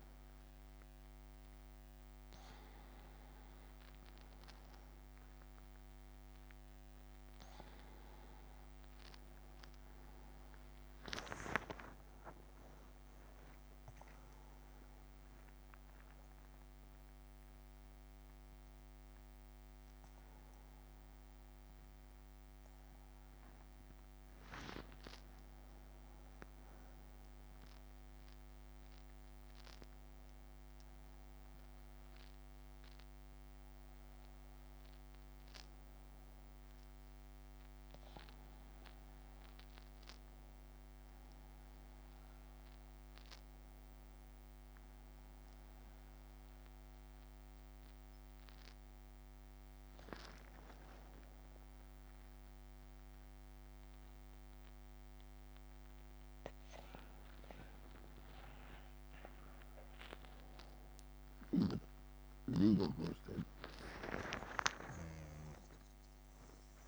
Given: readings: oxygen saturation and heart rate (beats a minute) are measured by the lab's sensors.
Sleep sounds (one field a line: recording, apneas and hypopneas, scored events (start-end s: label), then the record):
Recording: a person awake in a sleep study, by a microphone on the trachea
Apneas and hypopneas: none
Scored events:
0.00-4.00 s: drop in pulse transit time (device-marked, heart rate 54 extreme)
1.00-3.00 s: long interval between heartbeats (device-marked, heart rate 87 before, 67 extreme)
6.00-8.00 s: long interval between heartbeats (device-marked, heart rate 79 before, 32 extreme)
From the record:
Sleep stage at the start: awake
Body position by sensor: on the right side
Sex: male